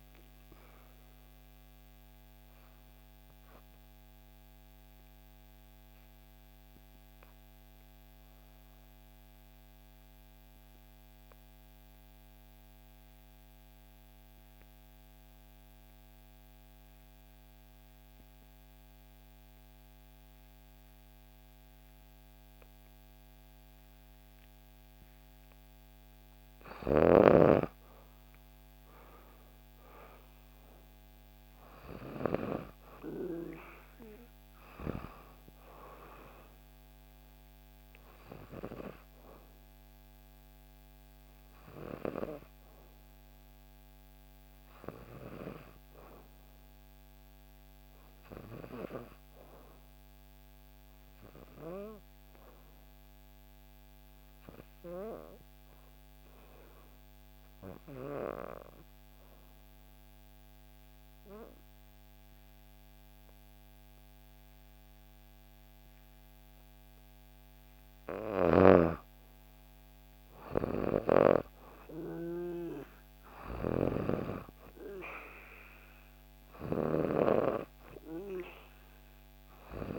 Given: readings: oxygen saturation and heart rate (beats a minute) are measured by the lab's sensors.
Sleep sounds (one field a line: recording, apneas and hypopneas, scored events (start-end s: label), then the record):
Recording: breathing in sleep by a microphone on the trachea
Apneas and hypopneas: 2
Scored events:
0.00-4.50 s: oxygen desaturation (device-marked, oxygen 89% lowest, heart rate 60 extreme)
0.50-25.00 s: obstructive apnea (oxygen 96% before, 91% lowest, heart rate 64 before, 58 extreme, up 5 after)
24.50-49.50 s: oxygen desaturation (device-marked, oxygen 98% before, 91% lowest, heart rate 60 before, 58 extreme)
27.50-31.00 s: arousal
49.50-66.50 s: obstructive apnea (oxygen 97% before, 91% lowest, heart rate 61 before, 59 extreme, up 4 after)
68.00-73.50 s: snoring (device-marked)
68.50-79.99 s: oxygen desaturation (device-marked, oxygen 97% before, 91% lowest, heart rate 59 before, 59 extreme)
69.50-73.50 s: arousal
From the record:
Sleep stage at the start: N2 (light sleep)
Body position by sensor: on the back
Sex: female